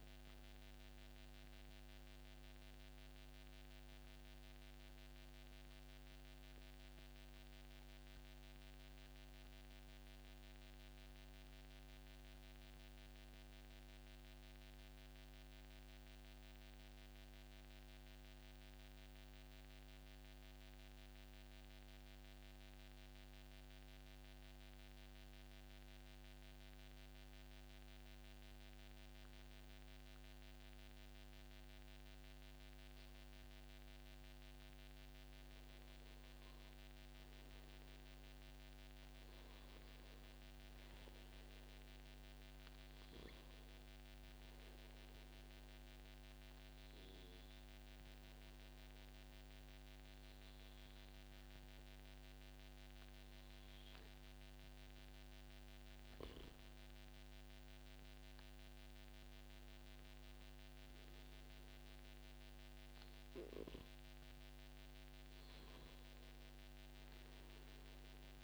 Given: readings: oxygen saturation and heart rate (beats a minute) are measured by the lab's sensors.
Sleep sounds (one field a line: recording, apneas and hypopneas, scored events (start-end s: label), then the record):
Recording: breathing in sleep, hard to hear, by a microphone on the trachea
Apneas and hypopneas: 2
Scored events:
0.00-11.50 s: oxygen desaturation (device-marked, oxygen 90% lowest, heart rate 99 extreme)
15.00-28.50 s: central apnea (oxygen 96% before, 92% lowest, heart rate 143 before, 110 extreme, up 38 after)
29.50-33.00 s: arousal
42.50-55.00 s: obstructive apnea (oxygen 98% before, 93% lowest, heart rate 140 before, 124 extreme, up 3 after)
59.00-63.00 s: arousal
62.00-64.00 s: long interval between heartbeats (device-marked, heart rate 144 before, 125 extreme)
From the record:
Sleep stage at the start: N2 (light sleep)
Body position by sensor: on the back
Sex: male